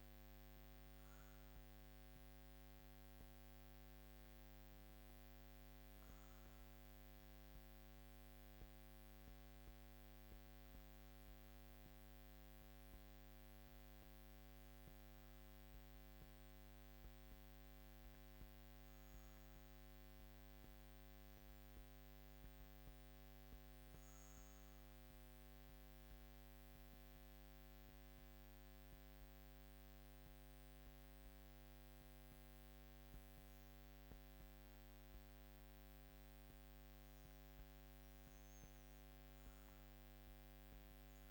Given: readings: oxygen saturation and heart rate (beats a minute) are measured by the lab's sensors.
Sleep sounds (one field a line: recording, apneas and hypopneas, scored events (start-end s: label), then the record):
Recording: breathing in sleep, hard to hear, by a microphone on the trachea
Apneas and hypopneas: 1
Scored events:
18.50-36.50 s: obstructive apnea (oxygen 97% before, 96% lowest, heart rate 57 before, 52 extreme, up 4 after)
40.00-41.31 s: arousal
From the record:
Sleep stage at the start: REM sleep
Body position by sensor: on the back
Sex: female